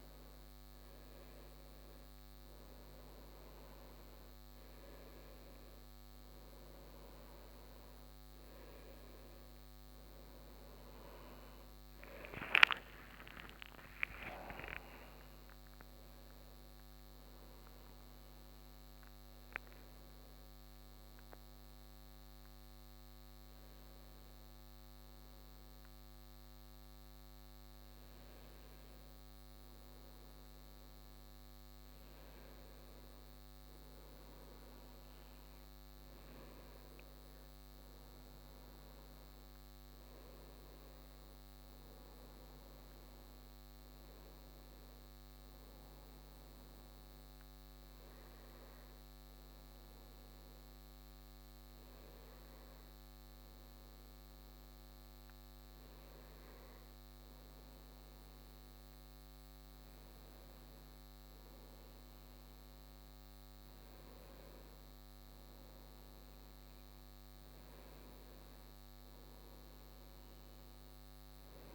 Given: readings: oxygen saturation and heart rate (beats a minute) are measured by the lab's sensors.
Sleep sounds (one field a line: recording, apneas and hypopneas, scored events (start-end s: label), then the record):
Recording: a person awake in a sleep study, by a microphone on the trachea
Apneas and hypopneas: none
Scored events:
none scored
From the record:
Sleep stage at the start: awake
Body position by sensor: on the right side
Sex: male